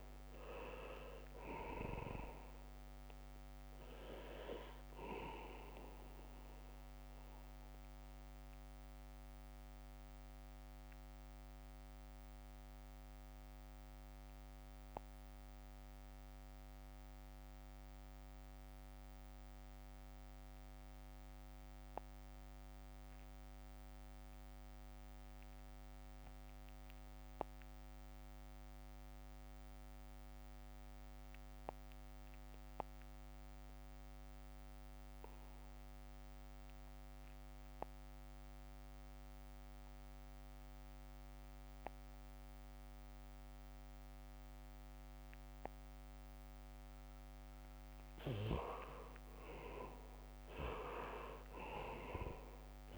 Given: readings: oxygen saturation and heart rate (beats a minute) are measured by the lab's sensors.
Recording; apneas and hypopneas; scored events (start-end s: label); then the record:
breathing in sleep by a microphone on the trachea; 1
0.00-20.50 s: oxygen desaturation (device-marked, oxygen 66% lowest, heart rate 53 extreme)
10.50-44.50 s: obstructive apnea (oxygen 83% before, 66% lowest, heart rate 71 before, 53 extreme, up 7 after)
30.50-52.97 s: oxygen desaturation (device-marked, oxygen 99% before, 66% lowest, heart rate 76 before, 53 extreme)
36.50-48.50 s: bradycardia (device-marked, heart rate 70 before, 53 extreme)
49.50-52.97 s: arousal
From the record:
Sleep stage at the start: REM sleep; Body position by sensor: on the back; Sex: male